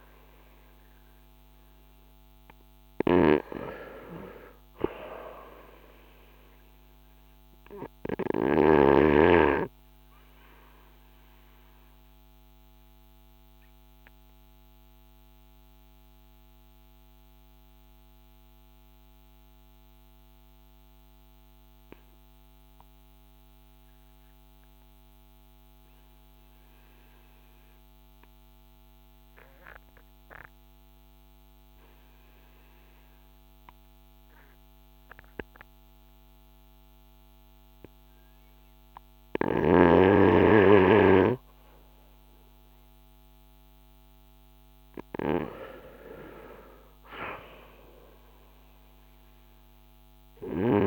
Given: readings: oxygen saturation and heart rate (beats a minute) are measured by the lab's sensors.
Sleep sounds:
breathing in sleep by a microphone on the trachea; 1
0.00-2.50 s: arousal
0.00-37.00 s: oxygen desaturation (device-marked, oxygen 79% lowest, heart rate 44 extreme)
9.00-38.00 s: obstructive apnea (oxygen 98% before, 79% lowest, heart rate 51 before, 44 extreme, up 14 after)
41.50-47.00 s: arousal
49.00-50.87 s: oxygen desaturation (device-marked, oxygen 94% before, 79% lowest, heart rate 52 before, 44 extreme)
From the record:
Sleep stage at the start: REM sleep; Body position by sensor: on the front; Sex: male

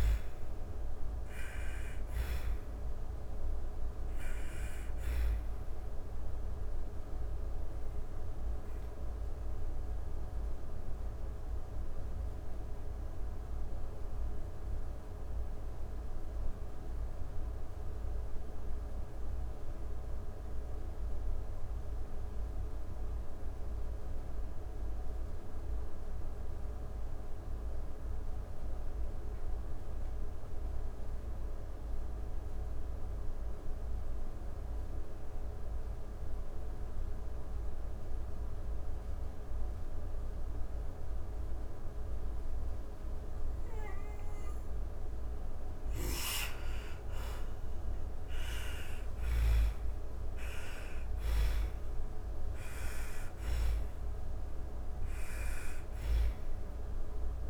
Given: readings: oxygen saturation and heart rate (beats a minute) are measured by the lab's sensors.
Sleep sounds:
breathing in sleep, hard to hear, by a room microphone; 1
0.00-4.00 s: snoring (device-marked)
0.00-21.50 s: oxygen desaturation (device-marked, oxygen 86% lowest)
5.00-43.50 s: obstructive apnea (oxygen 98% before, 84% lowest)
35.50-57.50 s: oxygen desaturation (device-marked, oxygen 99% before, 84% lowest)
46.00-52.00 s: arousal
From the record:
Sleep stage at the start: N2 (light sleep); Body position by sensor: on the back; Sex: female

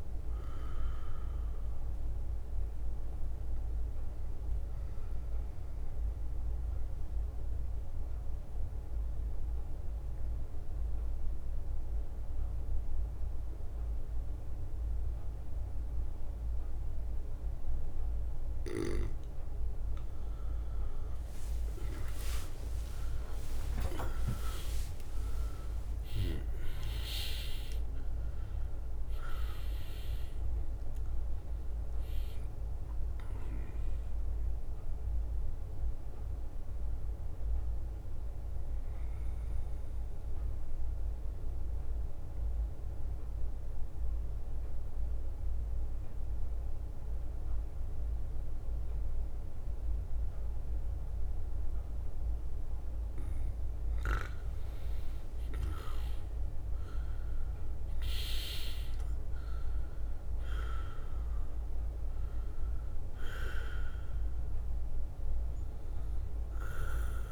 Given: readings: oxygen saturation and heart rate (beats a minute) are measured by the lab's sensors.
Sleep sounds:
breathing in sleep by a room microphone; 2
0.00-1.00 s: drop in pulse transit time (device-marked, heart rate 64 extreme)
0.00-2.00 s: arousal
3.00-18.00 s: bradycardia (device-marked, heart rate 61 before, 55 extreme)
3.50-6.00 s: leg movement (device-marked)
6.00-19.00 s: obstructive apnea (oxygen 99% before, 93% lowest, heart rate 65 before, 55 extreme)
7.50-10.50 s: leg movement (device-marked)
12.50-18.00 s: leg movement (device-marked)
19.50-26.50 s: leg movement (device-marked)
20.00-24.50 s: arousal
20.00-26.00 s: tachycardia (device-marked, heart rate 61 before, 123 extreme)
22.00-45.00 s: oxygen desaturation (device-marked, oxygen 98% before, 93% lowest, heart rate 58 before, 57 extreme)
23.50-25.50 s: long interval between heartbeats (device-marked, heart rate 58 before, 103 extreme)
28.00-30.00 s: leg movement (device-marked)
30.50-34.00 s: leg movement (device-marked)
35.50-43.50 s: leg movement (device-marked)
36.00-53.00 s: bradycardia (device-marked, heart rate 63 before, 57 extreme)
36.50-53.00 s: mixed apnea (oxygen 98% before, 93% lowest, heart rate 84 before, 56 extreme, up 8 after)
42.00-57.00 s: drop in pulse transit time (device-marked, heart rate 85 before, 57 extreme)
54.50-59.00 s: leg movement (device-marked)
55.00-58.50 s: arousal
57.00-67.32 s: oxygen desaturation (device-marked, oxygen 99% before, 93% lowest, heart rate 58 before, 56 extreme)
61.50-65.00 s: leg movement (device-marked)
65.00-67.32 s: bradycardia (device-marked, heart rate 62 before, 56 extreme)
65.00-67.32 s: leg movement (device-marked)
From the record:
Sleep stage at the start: N2 (light sleep); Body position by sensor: on the back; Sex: male

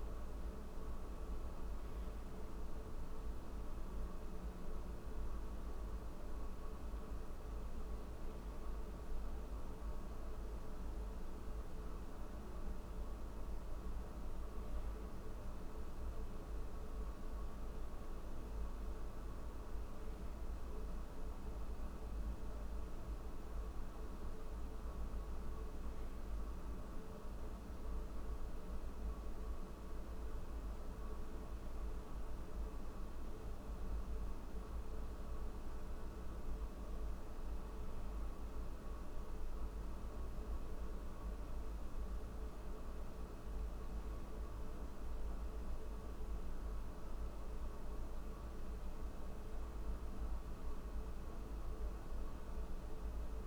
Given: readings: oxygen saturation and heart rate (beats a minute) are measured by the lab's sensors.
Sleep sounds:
breathing in sleep, hard to hear, by a room microphone; none
none scored
From the record:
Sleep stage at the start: N3 (deep sleep); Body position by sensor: on the back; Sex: male

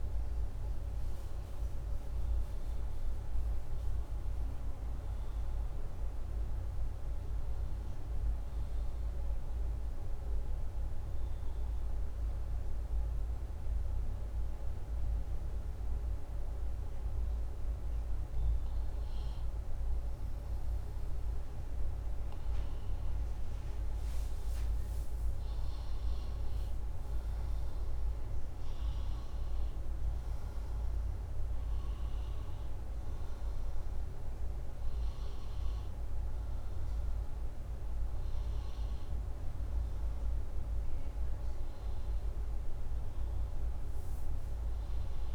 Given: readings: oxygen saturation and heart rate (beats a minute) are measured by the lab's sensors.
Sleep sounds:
breathing in sleep, hard to hear, by a room microphone; 1
2.50-6.50 s: arousal
2.50-45.35 s: new sleep stage, N2 (light sleep)
10.00-21.50 s: hypopnea (oxygen 97% before, 91% lowest, heart rate 187 before, 93 extreme, up 28 after)
24.00-27.50 s: arousal
26.50-40.50 s: oxygen desaturation (device-marked, oxygen 95% before, 91% lowest, heart rate 181 before, 60 extreme)
From the record:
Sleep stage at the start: N1 (lightest sleep); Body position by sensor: upright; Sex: male

